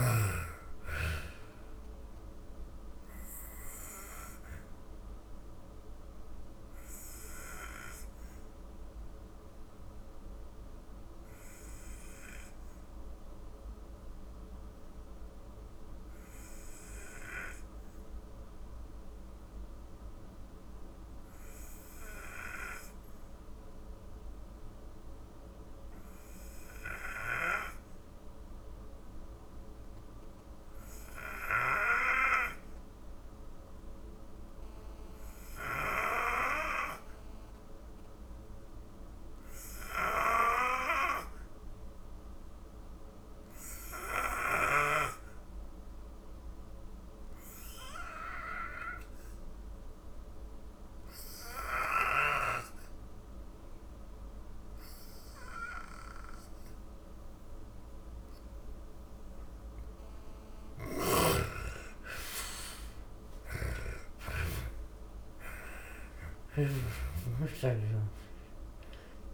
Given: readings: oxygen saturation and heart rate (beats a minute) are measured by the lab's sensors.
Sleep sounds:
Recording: breathing in sleep by a room microphone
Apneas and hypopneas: 1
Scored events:
0.00-1.00 s: oxygen desaturation (device-marked, oxygen 87% lowest)
2.00-56.50 s: obstructive apnea (oxygen 97% before, 80% lowest)
3.00-19.00 s: oxygen desaturation (device-marked, oxygen 90% before, 80% lowest)
31.00-69.33 s: oxygen desaturation (device-marked, oxygen 98% before, 80% lowest)
59.00-63.00 s: snoring (device-marked)
60.50-65.50 s: arousal
From the record:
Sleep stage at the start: N2 (light sleep)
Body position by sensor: on the back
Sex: female

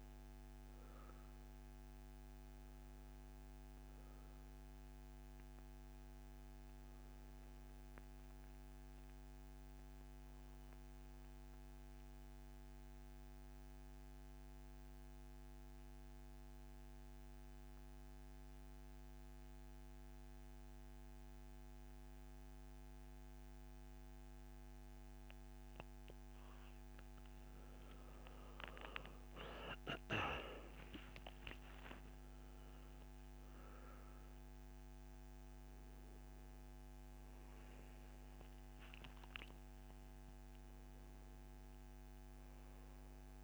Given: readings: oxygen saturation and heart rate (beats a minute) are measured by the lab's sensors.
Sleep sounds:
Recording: breathing in sleep by a microphone on the trachea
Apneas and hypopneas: 1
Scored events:
0.00-12.50 s: oxygen desaturation (device-marked, oxygen 91% lowest, heart rate 63 extreme)
8.00-25.50 s: obstructive apnea (oxygen 97% before, 84% lowest, heart rate 71 before, 63 extreme, up 14 after)
25.50-43.44 s: oxygen desaturation (device-marked, oxygen 96% before, 84% lowest, heart rate 67 before, 60 extreme)
28.00-32.00 s: arousal
From the record:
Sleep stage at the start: N2 (light sleep)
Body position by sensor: on the back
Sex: male

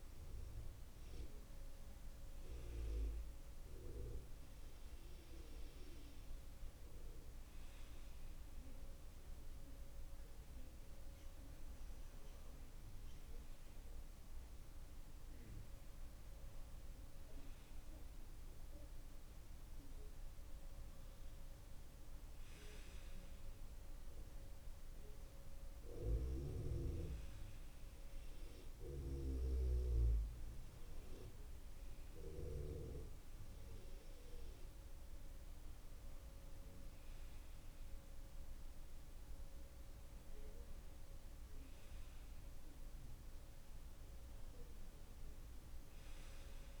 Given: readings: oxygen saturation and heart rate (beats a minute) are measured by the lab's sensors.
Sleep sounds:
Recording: breathing in sleep by a room microphone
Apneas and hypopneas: none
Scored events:
none scored
From the record:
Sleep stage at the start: N2 (light sleep)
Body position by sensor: on the left side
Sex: male

